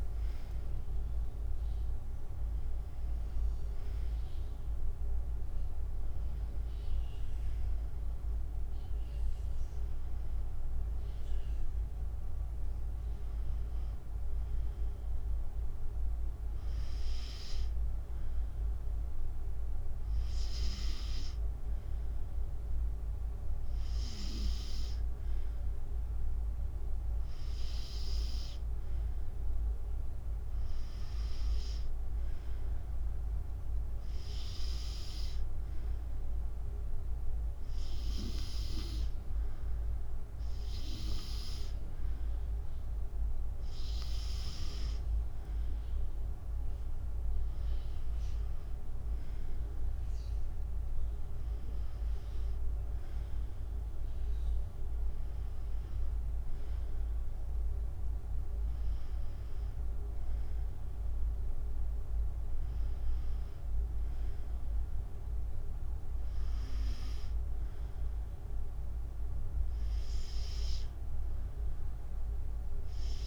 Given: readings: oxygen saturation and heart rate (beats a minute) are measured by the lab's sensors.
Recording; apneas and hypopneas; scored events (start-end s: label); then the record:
breathing in sleep, hard to hear, by a room microphone; none
0.00-2.00 s: arousal
0.00-9.00 s: drop in pulse transit time (device-marked, heart rate 78 extreme)
0.00-15.00 s: oxygen desaturation (device-marked, oxygen 90% lowest, heart rate 72 extreme)
47.00-50.50 s: arousal
From the record:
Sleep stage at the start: N2 (light sleep); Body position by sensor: on the back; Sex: female